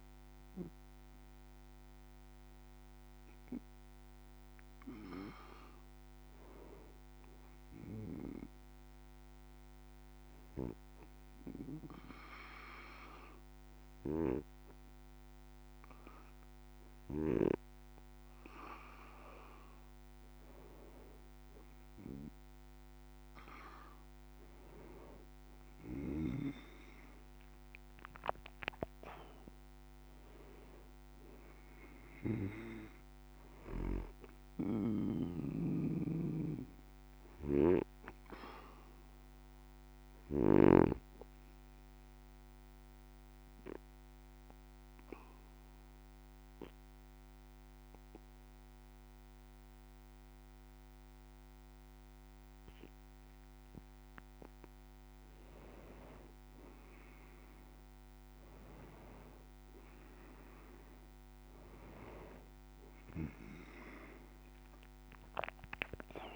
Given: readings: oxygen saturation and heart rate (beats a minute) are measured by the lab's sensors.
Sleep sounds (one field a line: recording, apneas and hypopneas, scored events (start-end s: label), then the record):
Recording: breathing in sleep by a microphone on the trachea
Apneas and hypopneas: 2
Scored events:
8.00-20.00 s: obstructive apnea (oxygen 96% before, 94% lowest)
23.50-28.00 s: arousal
35.00-40.50 s: snoring (device-marked)
41.50-54.00 s: obstructive apnea (oxygen 97% before, 91% lowest)
60.50-65.00 s: arousal
From the record:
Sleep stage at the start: N2 (light sleep)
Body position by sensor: on the back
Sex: male